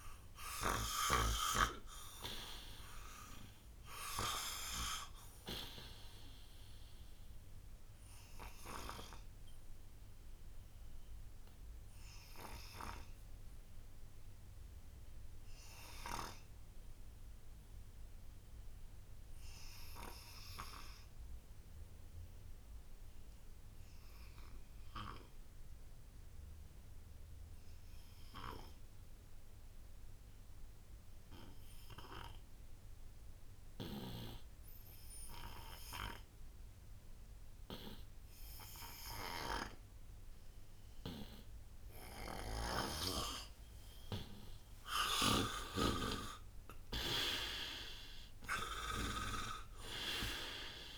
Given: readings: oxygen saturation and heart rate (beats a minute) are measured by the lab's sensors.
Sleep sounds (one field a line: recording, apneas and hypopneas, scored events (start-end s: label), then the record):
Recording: breathing in sleep by a room microphone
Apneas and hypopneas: 1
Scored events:
0.00-23.50 s: oxygen desaturation (device-marked, oxygen 87% lowest, heart rate 60 extreme)
8.00-44.00 s: obstructive apnea (oxygen 98% before, 83% lowest, heart rate 62 before, 60 extreme, up 49 after)
38.50-50.98 s: oxygen desaturation (device-marked, oxygen 97% before, 83% lowest, heart rate 86 before, 57 extreme)
42.50-46.00 s: snoring (device-marked)
45.00-49.50 s: arousal
From the record:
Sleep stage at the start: N2 (light sleep)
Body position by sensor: on the right side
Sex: male